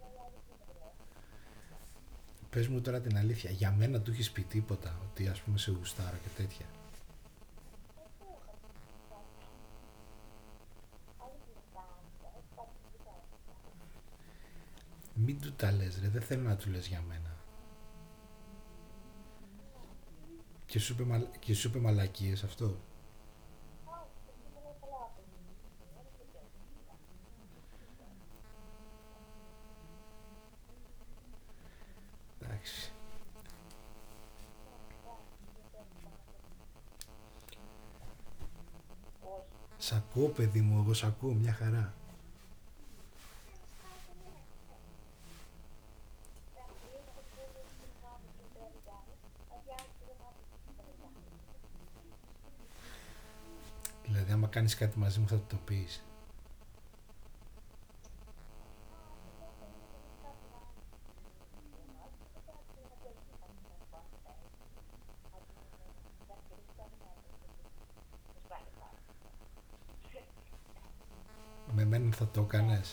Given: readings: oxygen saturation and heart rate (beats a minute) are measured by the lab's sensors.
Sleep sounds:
a person partly awake in a sleep study, by a room microphone; none
15.00-21.00 s: snoring (device-marked)
24.50-54.50 s: new sleep stage, awake
54.50-72.93 s: new sleep stage, N2 (light sleep)
From the record:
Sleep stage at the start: N2 (light sleep); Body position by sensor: on the back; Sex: male

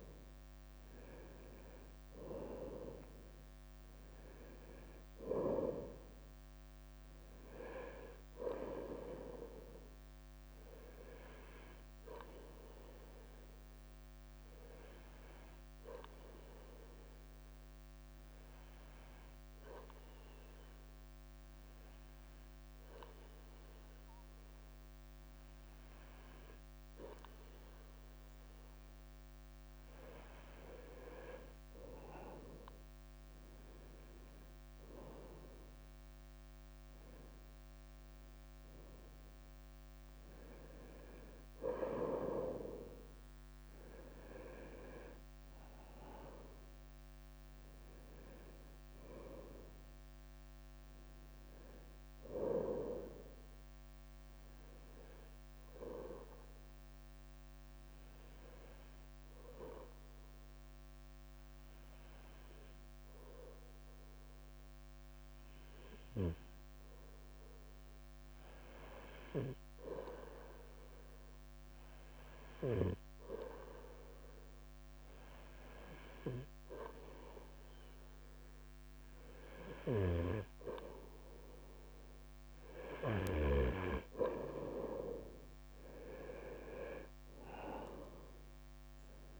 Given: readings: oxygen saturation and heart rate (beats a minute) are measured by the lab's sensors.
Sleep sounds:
breathing in sleep by a microphone on the trachea; 2
0.00-89.40 s: bradycardia (device-marked, heart rate 45 extreme)
2.00-89.40 s: new sleep stage, N2 (light sleep)
5.50-10.00 s: arousal
17.00-29.50 s: obstructive apnea (oxygen 95% before, 94% lowest, heart rate 52 before, 47 extreme, up 5 after)
33.00-37.50 s: arousal
56.00-68.00 s: obstructive apnea (oxygen 97% before, 94% lowest, heart rate 53 before, 49 extreme, up 4 after)
70.50-73.50 s: arousal
From the record:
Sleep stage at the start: N3 (deep sleep); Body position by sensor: on the right side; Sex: male

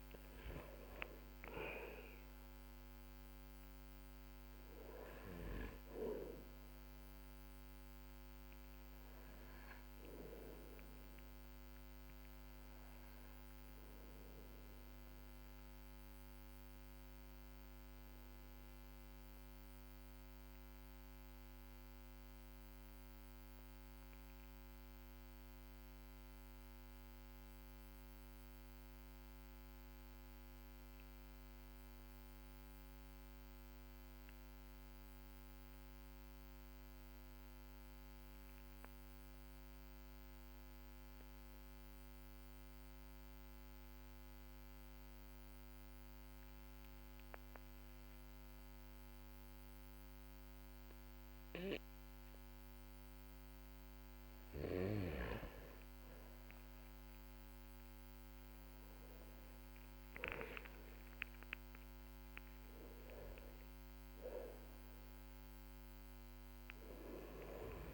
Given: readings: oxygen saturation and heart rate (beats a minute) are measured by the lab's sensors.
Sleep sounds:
breathing in sleep by a microphone on the trachea; 1
0.00-30.00 s: oxygen desaturation (device-marked, oxygen 91% lowest, heart rate 45 extreme)
5.00-58.00 s: obstructive apnea (oxygen 99% before, 91% lowest, heart rate 50 before, 41 extreme, up 4 after)
60.50-65.00 s: arousal
From the record:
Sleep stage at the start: N2 (light sleep); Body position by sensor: on the back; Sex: male

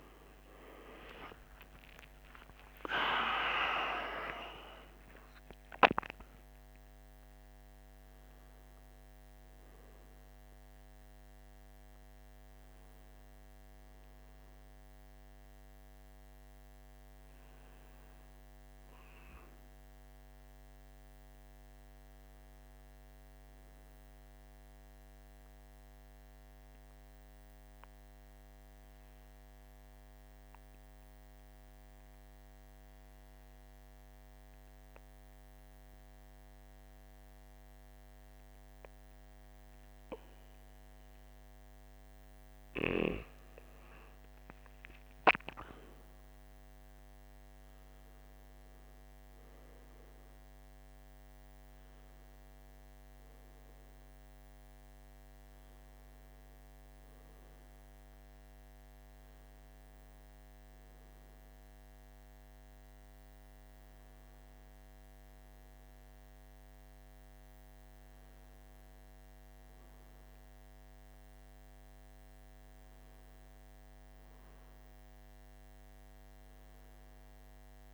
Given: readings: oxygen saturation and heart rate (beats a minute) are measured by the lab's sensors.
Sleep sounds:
breathing in sleep by a microphone on the trachea; 1
0.00-1.50 s: arousal
25.00-42.00 s: obstructive apnea (oxygen 97% before, 93% lowest, heart rate 53 before, 45 extreme, up 5 after)
43.50-77.94 s: new sleep stage, N1 (lightest sleep)
44.00-48.00 s: arousal
From the record:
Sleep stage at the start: N2 (light sleep); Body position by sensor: on the right side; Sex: male

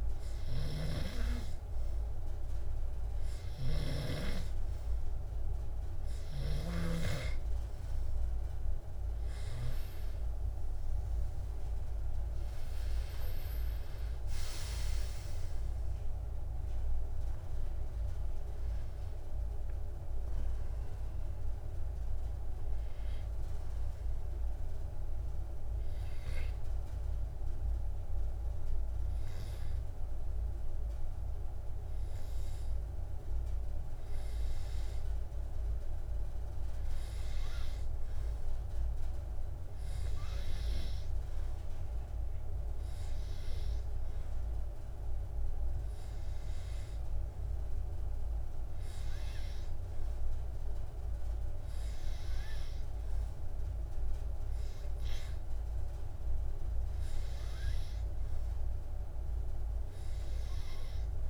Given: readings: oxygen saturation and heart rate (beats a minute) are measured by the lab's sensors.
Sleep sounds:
breathing in sleep, hard to hear, by a room microphone; 1
13.00-17.00 s: arousal
26.50-38.50 s: hypopnea (oxygen 94% before, 92% lowest, heart rate 95 before, 78 extreme)
43.00-46.50 s: arousal
45.50-51.50 s: oxygen desaturation (device-marked, oxygen 99% before, 94% lowest, heart rate 84 before, 79 extreme)
From the record:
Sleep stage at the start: N2 (light sleep); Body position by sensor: on the back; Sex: male

